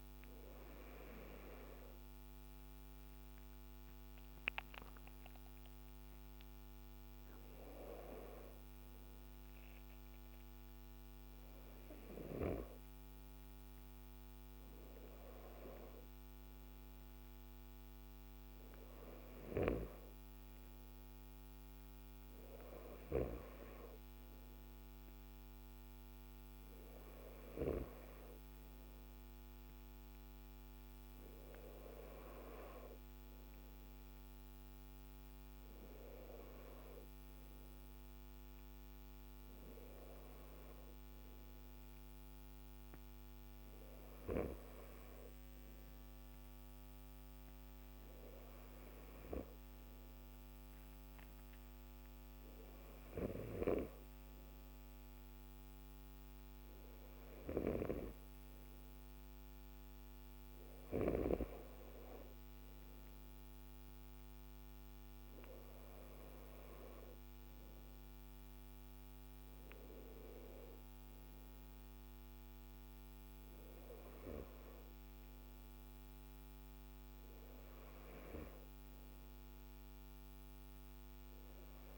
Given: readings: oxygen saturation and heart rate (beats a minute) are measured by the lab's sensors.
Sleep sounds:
breathing in sleep by a microphone on the trachea; none
none scored
From the record:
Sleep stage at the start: N2 (light sleep); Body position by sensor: on the left side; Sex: male

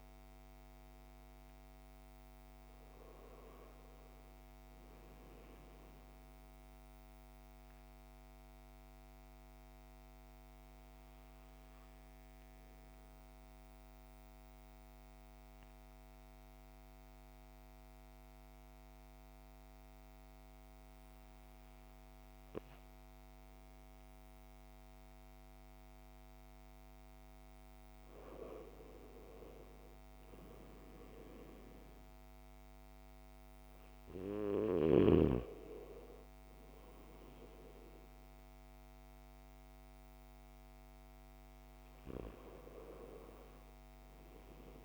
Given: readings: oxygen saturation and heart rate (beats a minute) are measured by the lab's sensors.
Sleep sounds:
breathing in sleep by a microphone on the trachea; 1
0.00-17.50 s: oxygen desaturation (device-marked, oxygen 92% lowest, heart rate 53 extreme)
6.00-26.50 s: obstructive apnea (oxygen 98% before, 92% lowest, heart rate 58 before, 53 extreme, up 5 after)
28.00-32.50 s: arousal
32.50-44.85 s: oxygen desaturation (device-marked, oxygen 98% before, 93% lowest, heart rate 57 before, 54 extreme)
From the record:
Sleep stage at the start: N2 (light sleep); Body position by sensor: on the back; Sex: male

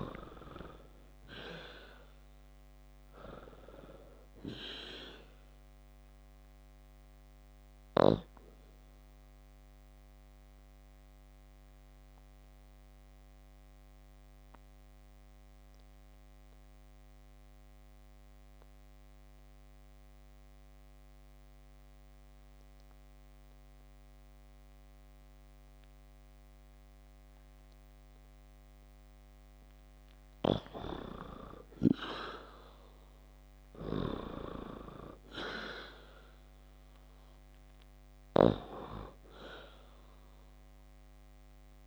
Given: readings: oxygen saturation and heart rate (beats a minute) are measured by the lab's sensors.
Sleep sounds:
breathing in sleep by a microphone on the trachea; 1
2.00-12.00 s: oxygen desaturation (device-marked, oxygen 95% before, 90% lowest, heart rate 53 before, 30 extreme)
10.00-28.50 s: obstructive apnea (oxygen 95% before, 87% lowest, heart rate 42 before, 51 extreme, up 6 after)
31.00-33.50 s: arousal
32.00-41.87 s: oxygen desaturation (device-marked, oxygen 95% before, 87% lowest, heart rate 54 before, 54 extreme)
From the record:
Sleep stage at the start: N2 (light sleep); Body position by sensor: on the back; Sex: female

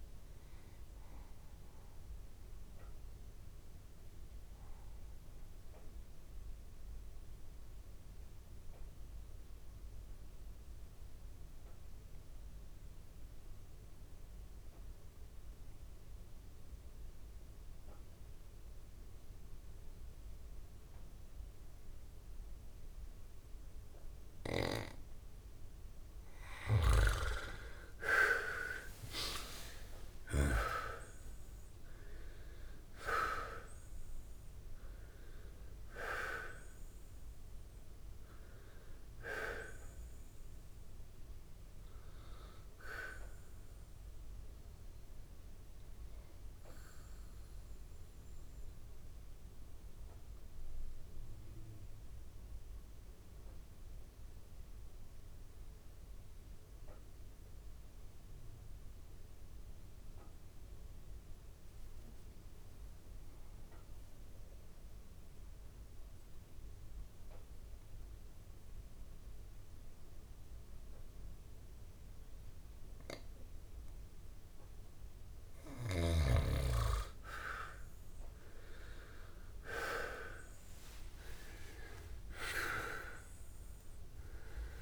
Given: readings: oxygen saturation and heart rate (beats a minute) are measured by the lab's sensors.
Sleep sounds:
breathing in sleep by a room microphone; 2
0.00-12.50 s: oxygen desaturation (device-marked, oxygen 92% lowest, heart rate 48 extreme)
1.50-26.00 s: mixed apnea (oxygen 99% before, 82% lowest, heart rate 57 before, 44 extreme, up 38 after)
24.50-54.50 s: oxygen desaturation (device-marked, oxygen 95% before, 82% lowest, heart rate 65 before, 44 extreme)
29.00-34.50 s: arousal
46.50-74.50 s: obstructive apnea (oxygen 95% before, 82% lowest, heart rate 69 before, 65 extreme, up 21 after)
72.50-84.82 s: oxygen desaturation (device-marked, oxygen 98% before, 83% lowest, heart rate 66 before, 65 extreme)
76.50-80.50 s: arousal
From the record:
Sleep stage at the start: N2 (light sleep); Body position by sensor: on the back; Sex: male

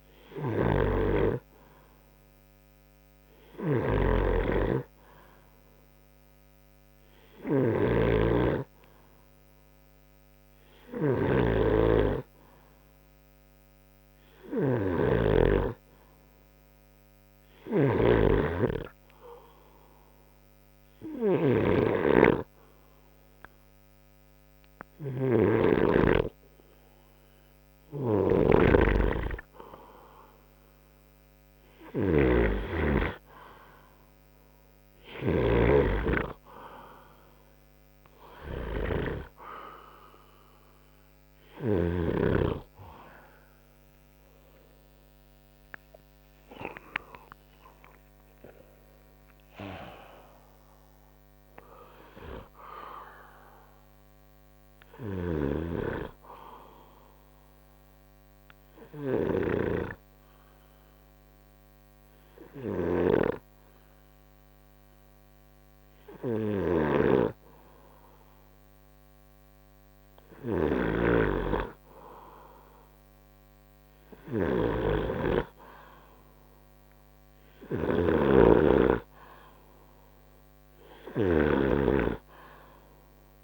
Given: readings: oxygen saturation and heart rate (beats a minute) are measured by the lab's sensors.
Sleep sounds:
breathing in sleep by a microphone on the trachea; 2
0.00-1.00 s: oxygen desaturation (device-marked, oxygen 92% lowest, heart rate 61 extreme)
0.00-42.00 s: snoring (device-marked)
18.00-29.50 s: hypopnea (oxygen 95% before, 91% lowest, heart rate 62 before, 63 extreme, up 1 after)
30.50-35.00 s: arousal
47.50-50.50 s: arousal
55.00-83.44 s: snoring (device-marked)
57.50-68.50 s: obstructive apnea (oxygen 94% before, 91% lowest, heart rate 71 before, 54 extreme, up 4 after)
72.50-75.50 s: arousal
From the record:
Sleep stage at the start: N2 (light sleep); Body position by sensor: on the right side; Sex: male

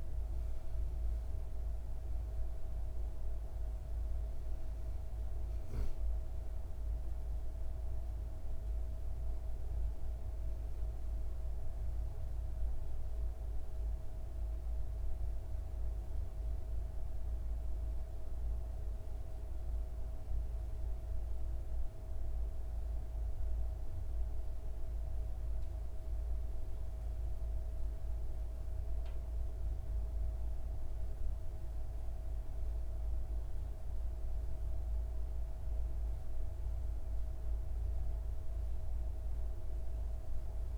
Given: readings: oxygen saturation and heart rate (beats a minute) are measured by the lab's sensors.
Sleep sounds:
breathing in sleep, hard to hear, by a room microphone; none
none scored
From the record:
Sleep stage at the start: N2 (light sleep); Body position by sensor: on the back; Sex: female

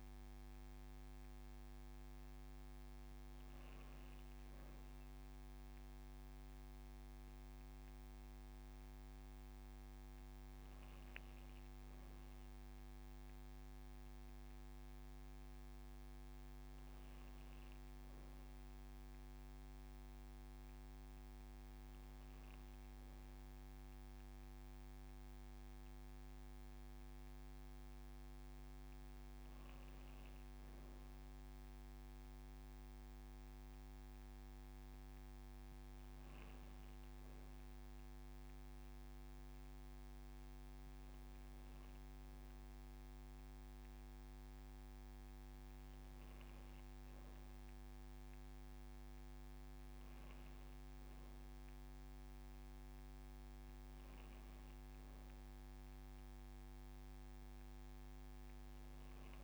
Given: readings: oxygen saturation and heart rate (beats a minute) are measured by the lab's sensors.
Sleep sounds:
breathing in sleep, hard to hear, by a microphone on the trachea; none
13.50-15.50 s: long interval between heartbeats (device-marked, heart rate 90 before, 40 extreme)
32.00-34.00 s: long interval between heartbeats (device-marked)
36.50-38.50 s: long interval between heartbeats (device-marked, heart rate 35 before, 109 extreme)
43.00-45.00 s: long interval between heartbeats (device-marked, heart rate 65 before, 124 extreme)
46.00-48.00 s: long interval between heartbeats (device-marked, heart rate 78 before, 130 extreme)
48.00-50.00 s: long interval between heartbeats (device-marked, heart rate 89 before, 137 extreme)
52.00-54.00 s: long interval between heartbeats (device-marked, heart rate 115 before, 138 extreme)
54.50-56.50 s: long interval between heartbeats (device-marked, heart rate 127 before, 137 extreme)
57.50-59.44 s: long interval between heartbeats (device-marked, heart rate 134 before, 107 extreme)
From the record:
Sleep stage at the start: N2 (light sleep); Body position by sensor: on the back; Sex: female

